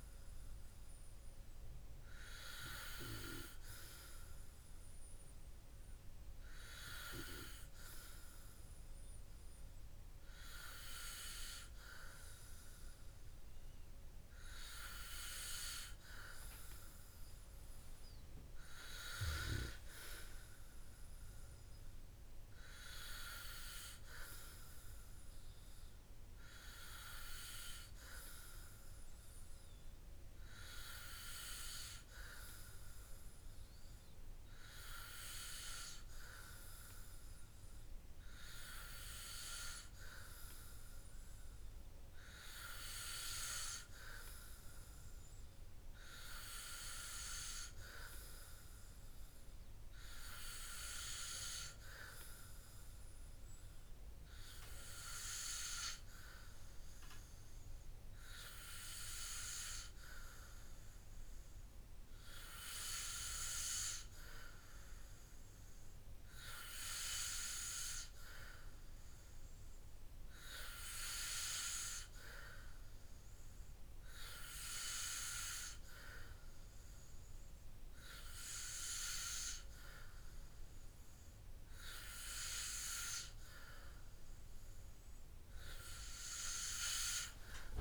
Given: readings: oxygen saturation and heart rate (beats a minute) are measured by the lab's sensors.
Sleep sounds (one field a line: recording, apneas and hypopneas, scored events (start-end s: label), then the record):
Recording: breathing in sleep by a room microphone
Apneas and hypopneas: none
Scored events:
72.50-87.81 s: new sleep stage, N3 (deep sleep)
From the record:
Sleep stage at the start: N2 (light sleep)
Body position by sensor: on the back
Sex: male